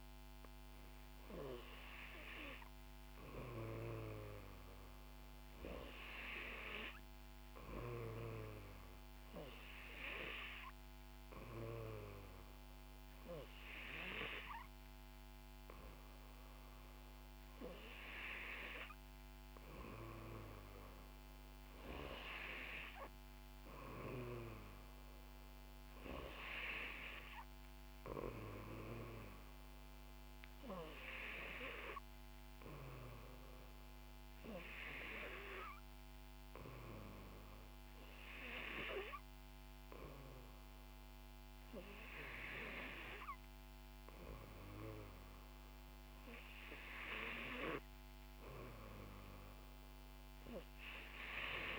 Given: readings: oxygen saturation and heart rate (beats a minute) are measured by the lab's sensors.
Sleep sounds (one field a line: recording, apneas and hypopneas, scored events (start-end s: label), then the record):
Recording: breathing in sleep by a microphone on the trachea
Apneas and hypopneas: none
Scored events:
36.50-40.50 s: arousal
From the record:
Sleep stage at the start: N3 (deep sleep)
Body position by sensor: on the back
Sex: female